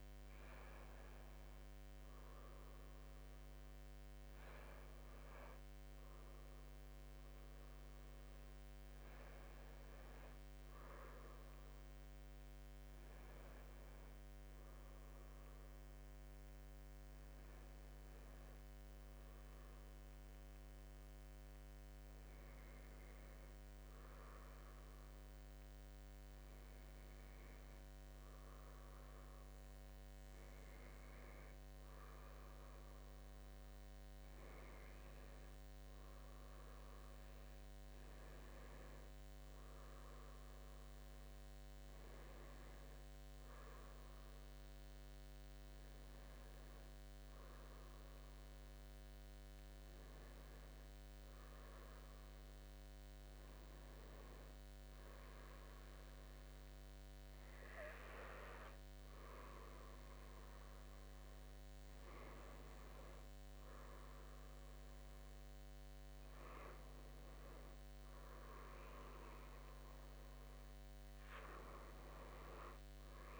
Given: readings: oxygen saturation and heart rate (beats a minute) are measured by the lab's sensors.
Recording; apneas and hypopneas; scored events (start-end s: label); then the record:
breathing in sleep, hard to hear, by a microphone on the trachea; none
none scored
From the record:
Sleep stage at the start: N2 (light sleep); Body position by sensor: on the back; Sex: male